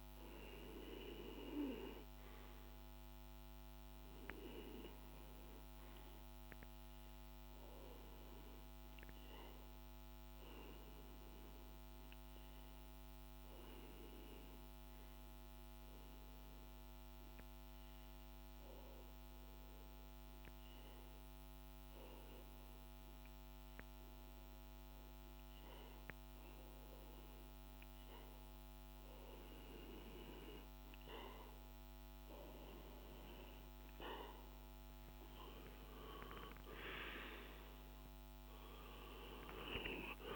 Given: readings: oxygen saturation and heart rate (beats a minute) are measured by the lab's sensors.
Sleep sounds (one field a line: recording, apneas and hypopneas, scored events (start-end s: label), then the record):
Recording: breathing in sleep by a microphone on the trachea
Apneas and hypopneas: none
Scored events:
0.00-2.50 s: oxygen desaturation (device-marked, oxygen 95% lowest)
From the record:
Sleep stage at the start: REM sleep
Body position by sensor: on the back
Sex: male